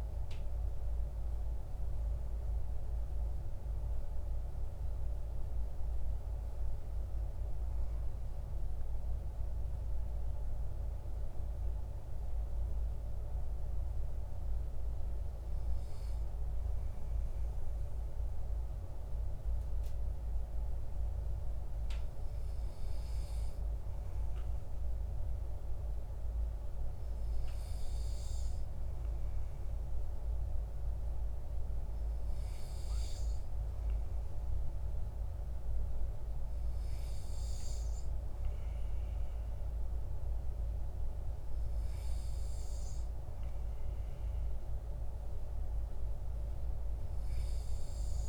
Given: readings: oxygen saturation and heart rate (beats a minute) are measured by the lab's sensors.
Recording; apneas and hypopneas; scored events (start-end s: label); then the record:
breathing in sleep, hard to hear, by a room microphone; none
none scored
From the record:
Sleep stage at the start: N2 (light sleep); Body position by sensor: on the back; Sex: male